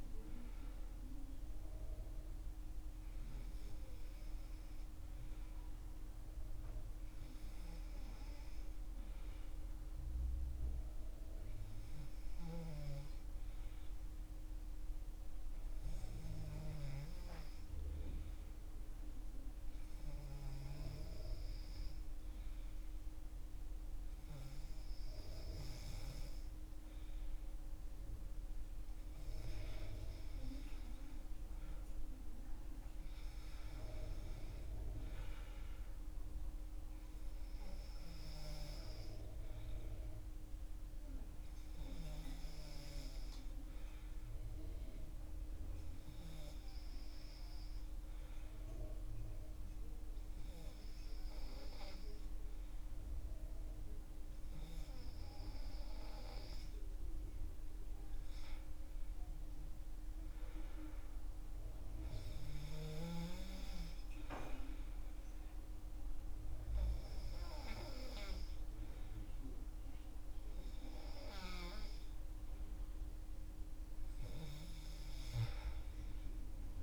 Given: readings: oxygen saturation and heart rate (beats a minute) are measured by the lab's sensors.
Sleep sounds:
breathing in sleep by a room microphone; 2
9.00-26.00 s: hypopnea (oxygen 98% before, 95% lowest, heart rate 76 before, 61 extreme, up 16 after)
29.00-32.50 s: arousal
39.00-55.00 s: hypopnea (oxygen 97% before, 95% lowest, heart rate 69 before, 64 extreme, up 10 after)
57.50-60.50 s: arousal
From the record:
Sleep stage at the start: N2 (light sleep); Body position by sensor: on the back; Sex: male

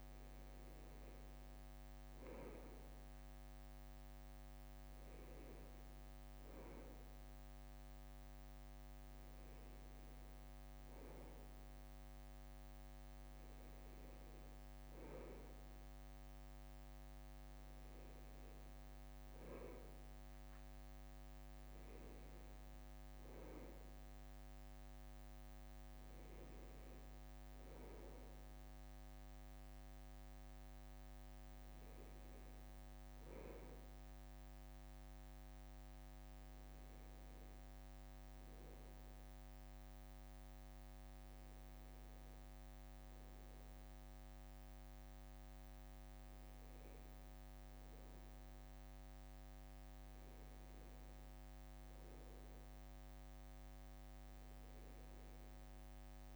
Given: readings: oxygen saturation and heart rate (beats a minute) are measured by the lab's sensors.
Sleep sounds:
a person awake in a sleep study, hard to hear, by a microphone on the trachea; none
none scored
From the record:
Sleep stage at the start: awake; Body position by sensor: on the back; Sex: male

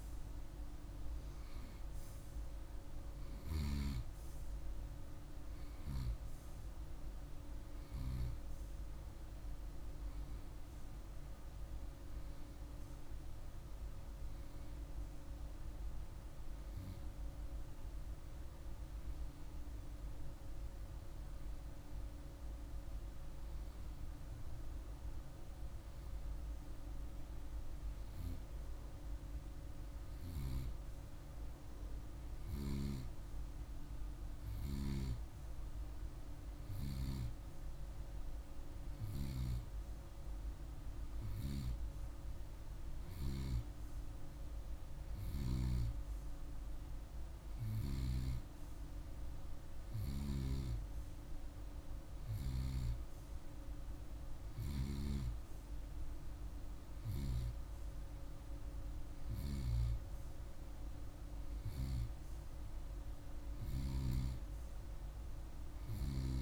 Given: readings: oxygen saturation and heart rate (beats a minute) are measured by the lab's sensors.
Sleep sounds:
breathing in sleep by a room microphone; none
none scored
From the record:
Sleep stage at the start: N2 (light sleep); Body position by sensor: on the right side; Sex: male

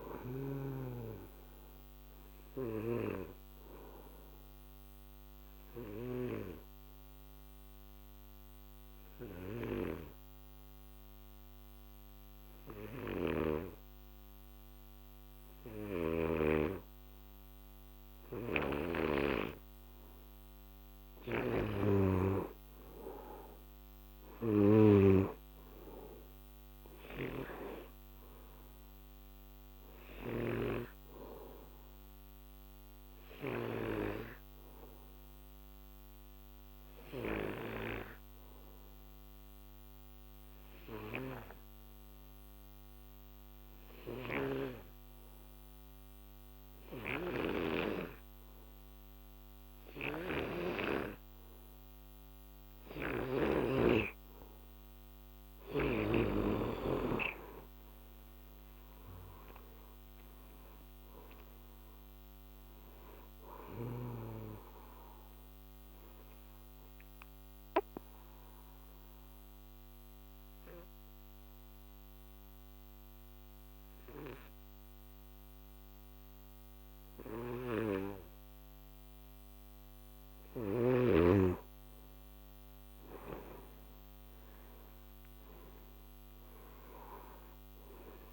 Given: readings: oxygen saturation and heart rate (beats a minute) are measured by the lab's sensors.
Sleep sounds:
breathing in sleep by a microphone on the trachea; 3
0.00-19.00 s: oxygen desaturation (device-marked, oxygen 97% before, 91% lowest, heart rate 56 before, 48 extreme)
3.50-20.50 s: obstructive apnea (oxygen 97% before, 87% lowest, heart rate 58 before, 49 extreme, up 21 after)
15.50-19.00 s: snoring (device-marked)
21.00-25.00 s: snoring (device-marked)
22.50-27.00 s: arousal
27.00-37.50 s: snoring (device-marked)
28.00-47.00 s: oxygen desaturation (device-marked, oxygen 97% before, 87% lowest, heart rate 56 before, 51 extreme)
33.50-55.50 s: obstructive apnea (oxygen 97% before, 87% lowest, heart rate 59 before, 52 extreme, up 18 after)
44.00-51.00 s: snoring (device-marked)
53.00-84.00 s: oxygen desaturation (device-marked, oxygen 97% before, 88% lowest, heart rate 55 before, 46 extreme)
59.00-62.50 s: arousal
65.00-79.50 s: obstructive apnea (oxygen 97% before, 87% lowest, heart rate 64 before, 46 extreme, up 21 after)
83.00-86.50 s: arousal
86.00-88.33 s: oxygen desaturation (device-marked, oxygen 98% before, 87% lowest, heart rate 57 before, 46 extreme)
From the record:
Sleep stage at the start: N2 (light sleep); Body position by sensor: on the back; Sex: male

